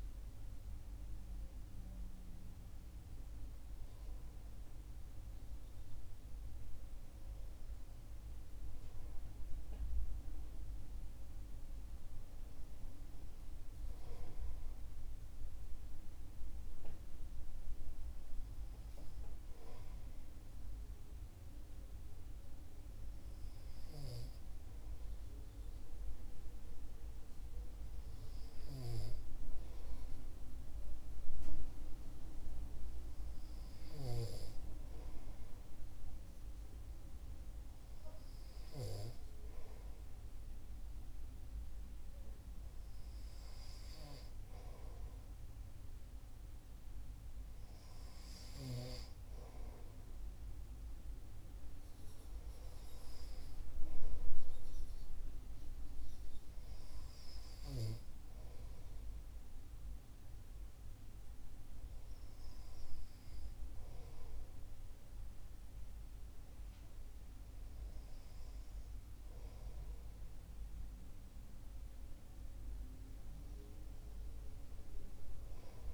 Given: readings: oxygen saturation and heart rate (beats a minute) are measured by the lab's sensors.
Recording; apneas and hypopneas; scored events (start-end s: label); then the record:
breathing in sleep by a room microphone; none
none scored
From the record:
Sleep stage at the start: N2 (light sleep); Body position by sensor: on the right side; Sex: male